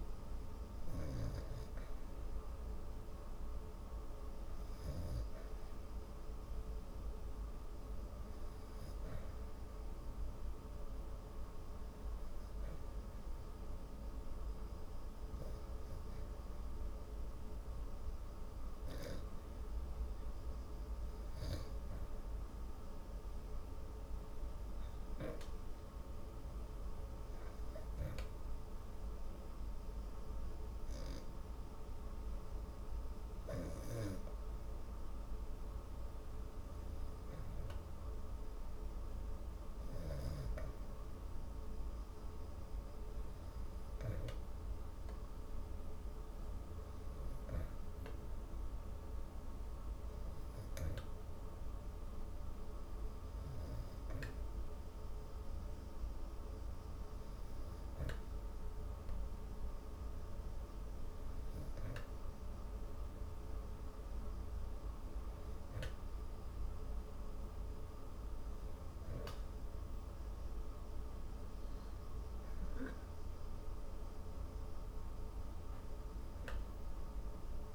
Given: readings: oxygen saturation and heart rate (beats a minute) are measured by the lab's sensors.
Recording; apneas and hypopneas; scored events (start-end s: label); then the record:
breathing in sleep, hard to hear, by a room microphone; 1
22.00-25.00 s: arousal
27.50-40.00 s: hypopnea (oxygen 97% before, 92% lowest, heart rate 127 before, 49 extreme)
38.50-66.50 s: oxygen desaturation (device-marked, oxygen 97% before, 92% lowest, heart rate 121 before, 95 extreme)
43.00-46.50 s: arousal
From the record:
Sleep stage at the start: N2 (light sleep); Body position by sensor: on the back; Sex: female